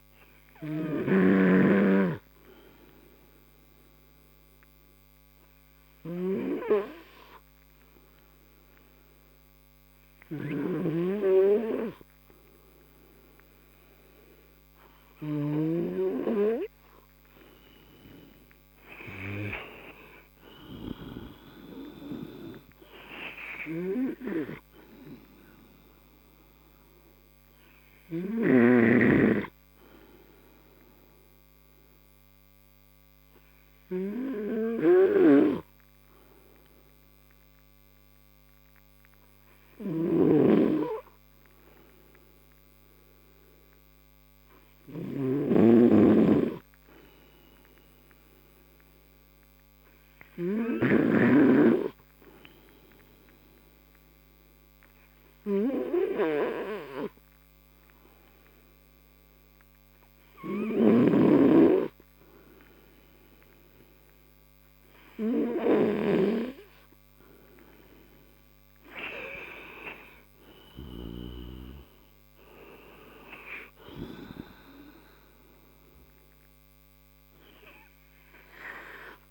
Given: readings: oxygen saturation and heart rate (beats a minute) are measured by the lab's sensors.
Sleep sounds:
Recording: breathing in sleep by a microphone on the trachea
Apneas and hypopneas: 2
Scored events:
0.00-2.00 s: snoring (device-marked)
1.50-15.50 s: obstructive apnea (oxygen 97% before, 93% lowest)
19.50-23.50 s: arousal
30.50-65.00 s: hypopnea (oxygen 98% before, 91% lowest)
40.00-51.50 s: snoring (device-marked)
66.00-68.00 s: arousal
75.50-79.31 s: oxygen desaturation (device-marked, oxygen 94% before, 91% lowest)
From the record:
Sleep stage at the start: N2 (light sleep)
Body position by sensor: on the right side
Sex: male

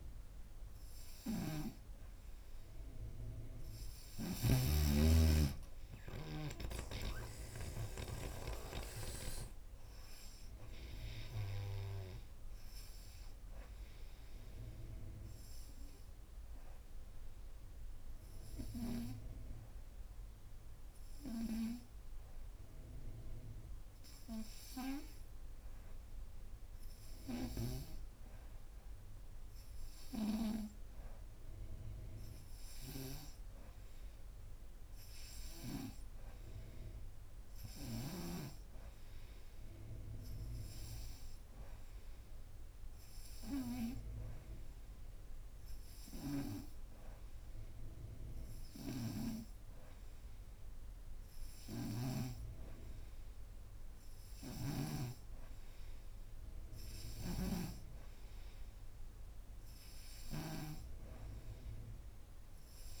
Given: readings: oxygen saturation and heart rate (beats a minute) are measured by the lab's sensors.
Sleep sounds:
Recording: breathing in sleep by a room microphone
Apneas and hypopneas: 1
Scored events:
0.00-8.00 s: snoring (device-marked)
5.50-9.00 s: arousal
7.50-20.50 s: oxygen desaturation (device-marked, oxygen 94% before, 90% lowest)
15.00-27.50 s: obstructive apnea (oxygen 94% before, 90% lowest)
29.50-32.00 s: arousal
31.50-45.50 s: oxygen desaturation (device-marked, oxygen 96% before, 92% lowest, heart rate 38 before, 33 extreme)
51.50-55.00 s: snoring (device-marked)
57.00-63.00 s: snoring (device-marked)
From the record:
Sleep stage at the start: N2 (light sleep)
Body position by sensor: upright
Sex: female

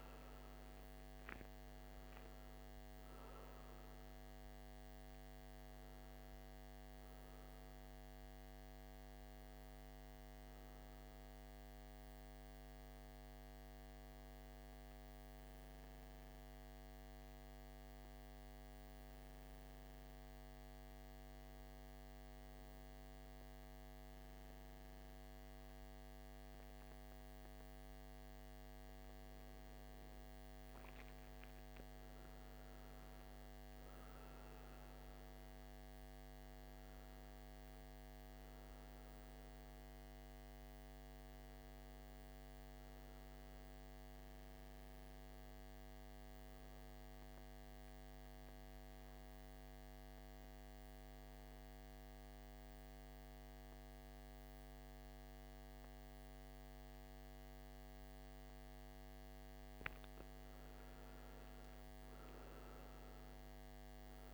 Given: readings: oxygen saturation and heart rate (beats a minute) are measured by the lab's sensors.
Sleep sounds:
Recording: breathing in sleep, hard to hear, by a microphone on the trachea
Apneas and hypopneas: 2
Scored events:
0.00-17.00 s: oxygen desaturation (device-marked, oxygen 91% lowest, heart rate 55 extreme)
9.50-20.00 s: hypopnea (oxygen 97% before, 92% lowest, heart rate 67 before, 55 extreme, up 1 after)
23.00-29.50 s: arousal
34.00-51.00 s: oxygen desaturation (device-marked, oxygen 98% before, 93% lowest, heart rate 57 before, 56 extreme)
46.50-58.50 s: central apnea (oxygen 98% before, 90% lowest, heart rate 60 before, 56 extreme, up 10 after)
60.00-64.34 s: arousal
From the record:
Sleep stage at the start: N2 (light sleep)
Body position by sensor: on the right side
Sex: male

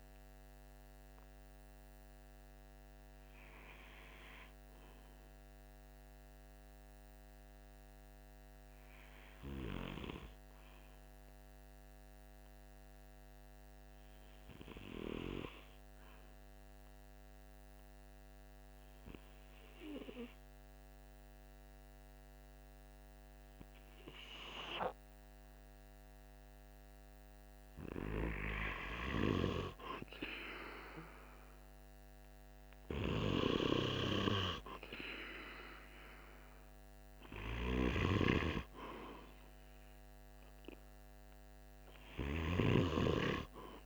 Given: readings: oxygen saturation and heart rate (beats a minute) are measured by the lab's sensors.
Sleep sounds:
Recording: breathing in sleep by a microphone on the trachea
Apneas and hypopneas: 1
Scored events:
0.00-8.00 s: oxygen desaturation (device-marked, oxygen 92% lowest, heart rate 45 extreme)
3.50-26.00 s: obstructive apnea (oxygen 96% before, 93% lowest, heart rate 47 before, 46 extreme, up 0 after)
28.50-32.50 s: arousal
38.00-43.86 s: oxygen desaturation (device-marked, oxygen 97% before, 93% lowest, heart rate 46 before, 45 extreme)
From the record:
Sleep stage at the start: N2 (light sleep)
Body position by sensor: on the right side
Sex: male

